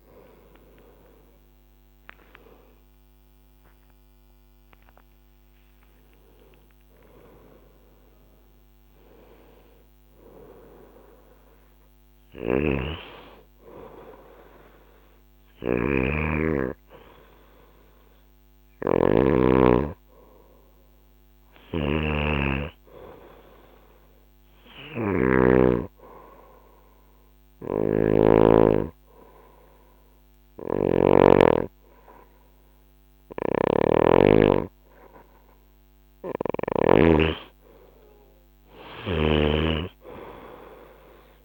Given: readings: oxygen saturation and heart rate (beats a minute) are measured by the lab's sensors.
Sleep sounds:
breathing in sleep by a microphone on the trachea; 1
0.00-1.00 s: oxygen desaturation (device-marked, oxygen 91% lowest, heart rate 69 extreme)
0.00-4.50 s: arousal
11.50-36.50 s: snoring (device-marked)
23.50-35.00 s: hypopnea (oxygen 98% before, 94% lowest, heart rate 72 before, 67 extreme, up 4 after)
38.00-41.45 s: arousal
From the record:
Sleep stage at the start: N2 (light sleep); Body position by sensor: on the right side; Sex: female

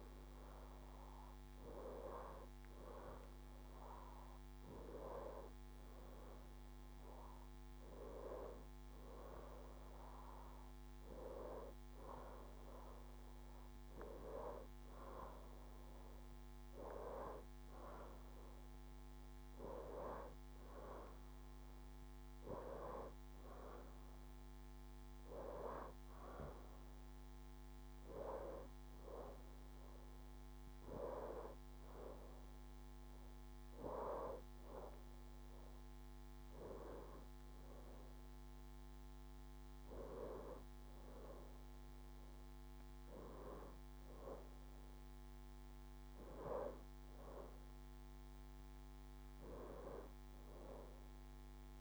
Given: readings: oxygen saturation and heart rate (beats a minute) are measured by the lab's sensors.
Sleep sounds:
breathing in sleep by a microphone on the trachea; none
none scored
From the record:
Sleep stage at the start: N2 (light sleep); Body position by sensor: on the left side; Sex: female

